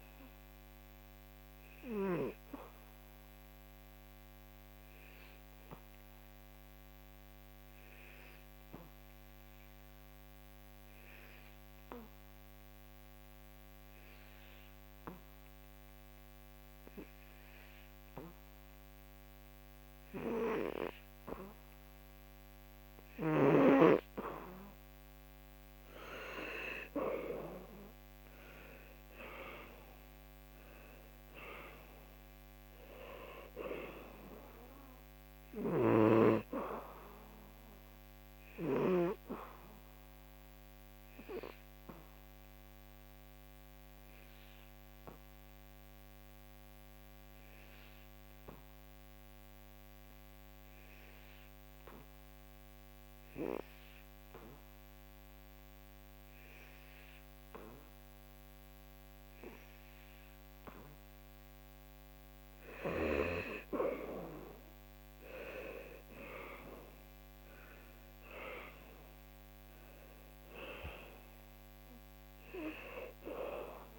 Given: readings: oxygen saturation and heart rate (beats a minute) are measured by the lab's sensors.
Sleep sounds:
breathing in sleep by a microphone on the trachea; 2
0.00-8.00 s: oxygen desaturation (device-marked, oxygen 88% lowest, heart rate 70 extreme)
1.00-21.00 s: obstructive apnea (oxygen 97% before, 87% lowest, heart rate 77 before, 70 extreme, up 0 after)
22.00-51.00 s: oxygen desaturation (device-marked, oxygen 98% before, 88% lowest, heart rate 75 before, 71 extreme)
26.50-31.50 s: arousal
38.50-59.50 s: obstructive apnea (oxygen 98% before, 87% lowest, heart rate 75 before, 71 extreme, up 5 after)
59.00-73.99 s: oxygen desaturation (device-marked, oxygen 98% before, 87% lowest, heart rate 73 before, 73 extreme)
63.50-68.50 s: arousal
From the record:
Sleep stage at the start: N2 (light sleep); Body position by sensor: on the back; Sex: male

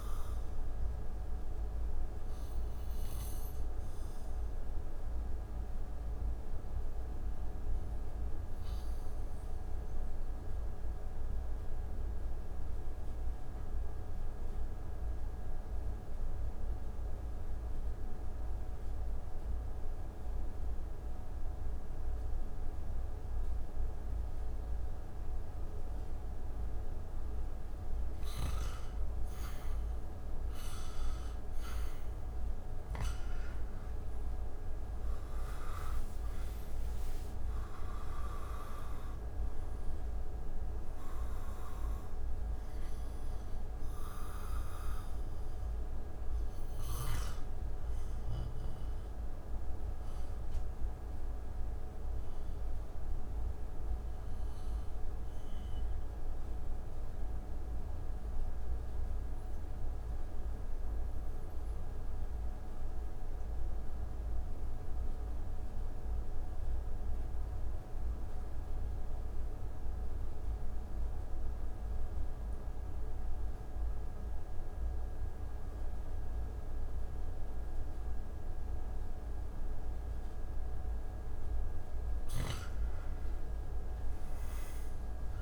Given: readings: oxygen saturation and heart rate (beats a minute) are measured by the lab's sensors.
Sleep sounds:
breathing in sleep, hard to hear, by a room microphone; 2
0.50-28.00 s: obstructive apnea (oxygen 92% before, 78% lowest)
29.50-62.50 s: oxygen desaturation (device-marked, oxygen 97% before, 78% lowest)
31.50-37.50 s: arousal
53.50-80.50 s: mixed apnea (oxygen 97% before, 78% lowest)
From the record:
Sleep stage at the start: REM sleep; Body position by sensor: on the back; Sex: male

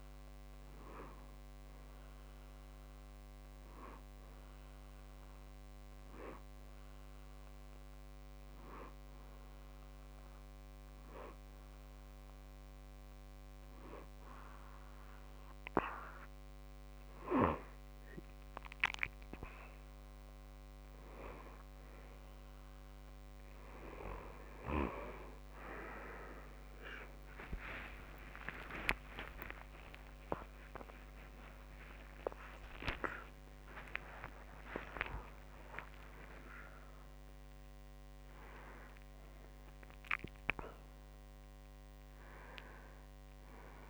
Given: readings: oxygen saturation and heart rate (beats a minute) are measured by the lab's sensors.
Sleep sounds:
a person partly awake in a sleep study, by a microphone on the trachea; 1
4.00-17.00 s: hypopnea (oxygen 93% before, 91% lowest, heart rate 84 before, 59 extreme, up 49 after)
29.00-43.89 s: new sleep stage, awake
From the record:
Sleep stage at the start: N2 (light sleep); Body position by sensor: on the back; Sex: male

